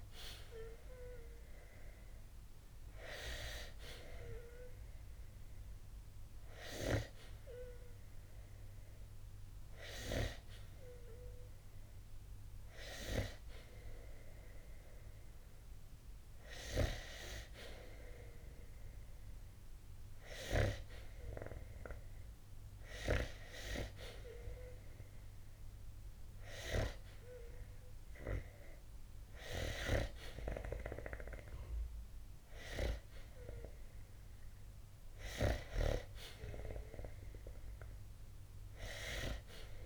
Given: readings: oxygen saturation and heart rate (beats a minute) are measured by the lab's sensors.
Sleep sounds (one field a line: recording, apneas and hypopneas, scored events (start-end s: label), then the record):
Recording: breathing in sleep by a room microphone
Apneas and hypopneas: none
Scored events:
0.00-12.50 s: oxygen desaturation (device-marked, oxygen 91% lowest, heart rate 60 extreme)
From the record:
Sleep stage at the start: N2 (light sleep)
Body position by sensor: on the back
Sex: male